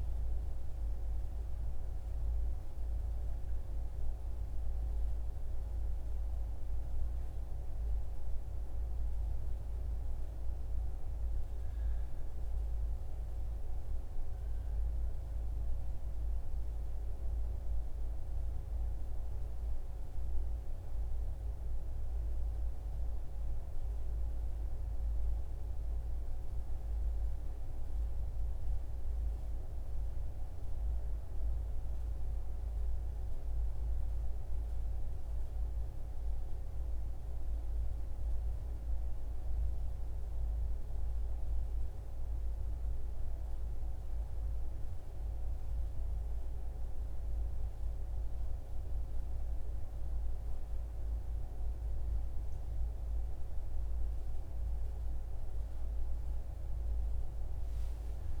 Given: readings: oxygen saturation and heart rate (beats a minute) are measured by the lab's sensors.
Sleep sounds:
breathing in sleep, hard to hear, by a room microphone; none
45.00-58.40 s: new sleep stage, awake
From the record:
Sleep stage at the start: N1 (lightest sleep); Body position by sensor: on the right side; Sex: male

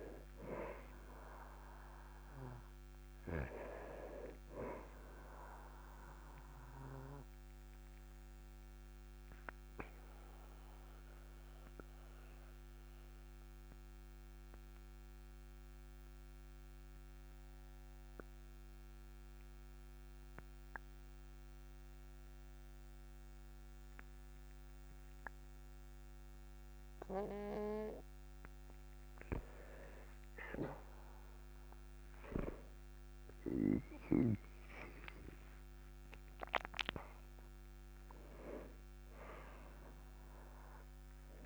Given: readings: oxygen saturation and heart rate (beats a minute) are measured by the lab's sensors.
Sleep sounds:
breathing in sleep by a microphone on the trachea; 1
0.00-23.00 s: oxygen desaturation (device-marked, oxygen 95% lowest, heart rate 37 extreme)
6.00-29.00 s: obstructive apnea (oxygen 99% before, 95% lowest, heart rate 51 before, 37 extreme, up 11 after)
32.00-36.00 s: arousal
From the record:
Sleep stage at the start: N2 (light sleep); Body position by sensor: on the back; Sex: male

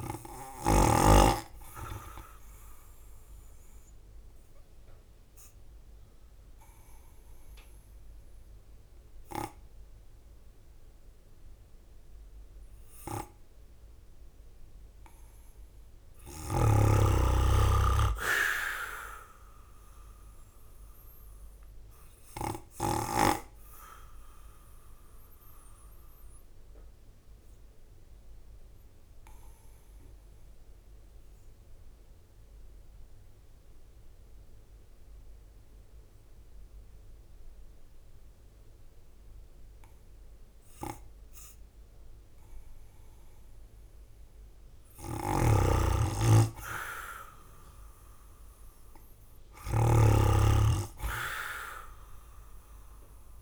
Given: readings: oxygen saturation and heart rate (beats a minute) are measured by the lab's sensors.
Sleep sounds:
breathing in sleep by a room microphone; 2
1.50-10.50 s: drop in pulse transit time (device-marked, heart rate 51 before, 50 extreme)
2.50-15.50 s: oxygen desaturation (device-marked, oxygen 96% before, 92% lowest, heart rate 51 before, 48 extreme)
3.00-14.50 s: obstructive apnea (oxygen 98% before, 92% lowest, heart rate 51 before, 48 extreme, up 8 after)
16.00-18.50 s: arousal
21.50-32.50 s: drop in pulse transit time (device-marked, heart rate 52 before, 49 extreme)
21.50-41.50 s: obstructive apnea (oxygen 97% before, 94% lowest, heart rate 52 before, 48 extreme, up 5 after)
46.00-50.00 s: arousal
47.50-53.42 s: drop in pulse transit time (device-marked, heart rate 50 before, 51 extreme)
From the record:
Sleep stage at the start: N2 (light sleep); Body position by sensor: on the right side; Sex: male

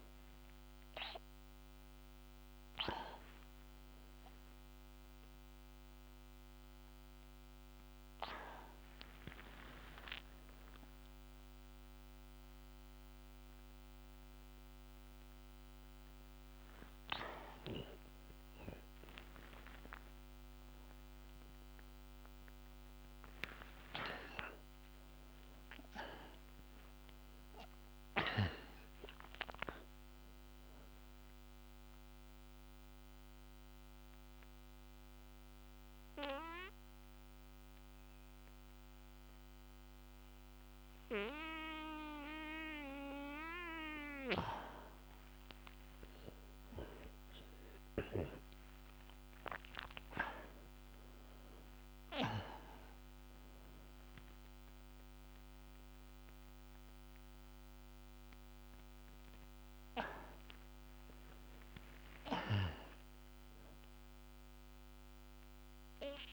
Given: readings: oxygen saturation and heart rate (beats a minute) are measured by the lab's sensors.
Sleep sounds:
a person partly awake in a sleep study, by a microphone on the trachea; 1
21.50-51.50 s: new sleep stage, N1 (lightest sleep)
24.50-47.50 s: oxygen desaturation (device-marked, oxygen 97% before, 89% lowest)
31.50-44.50 s: central apnea (oxygen 97% before, 83% lowest)
46.00-50.00 s: arousal
51.50-66.33 s: new sleep stage, N2 (light sleep)
54.50-66.33 s: oxygen desaturation (device-marked, oxygen 93% before, 83% lowest)
From the record:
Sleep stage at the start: awake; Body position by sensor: on the back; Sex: male

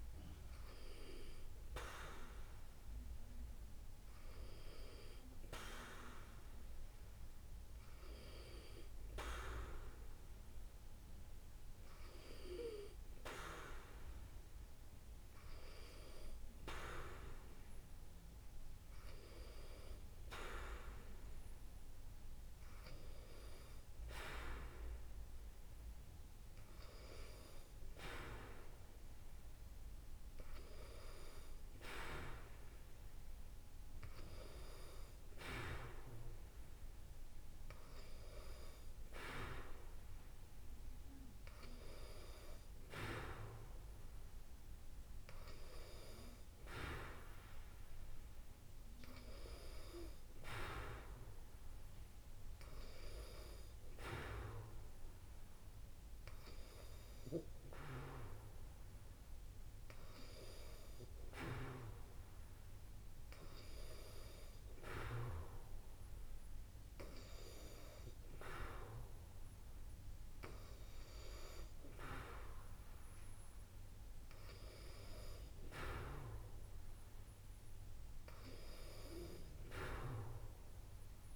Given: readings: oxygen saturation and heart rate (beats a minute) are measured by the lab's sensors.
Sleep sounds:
a person partly awake in a sleep study, by a room microphone; none
15.00-81.36 s: new sleep stage, N2 (light sleep)
From the record:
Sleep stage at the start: awake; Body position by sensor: on the back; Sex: female

